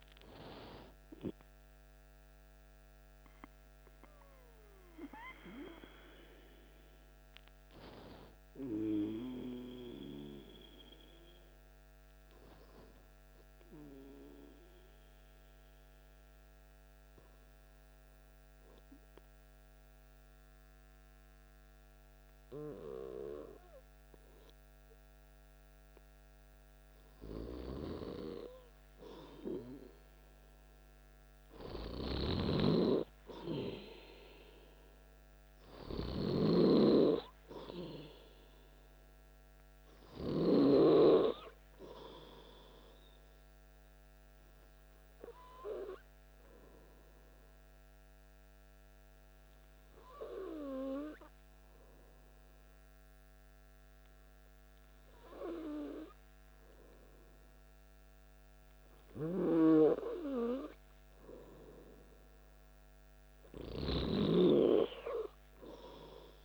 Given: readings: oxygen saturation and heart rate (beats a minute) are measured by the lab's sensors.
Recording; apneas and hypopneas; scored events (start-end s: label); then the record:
breathing in sleep by a microphone on the trachea; 2
15.00-27.00 s: obstructive apnea (oxygen 97% before, 96% lowest, heart rate 57 before, 53 extreme, up 2 after)
29.00-33.00 s: arousal
45.50-59.50 s: hypopnea (oxygen 99% before, 95% lowest, heart rate 55 before, 54 extreme, up 1 after)
61.50-65.00 s: arousal
From the record:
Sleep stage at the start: N2 (light sleep); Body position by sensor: on the back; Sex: male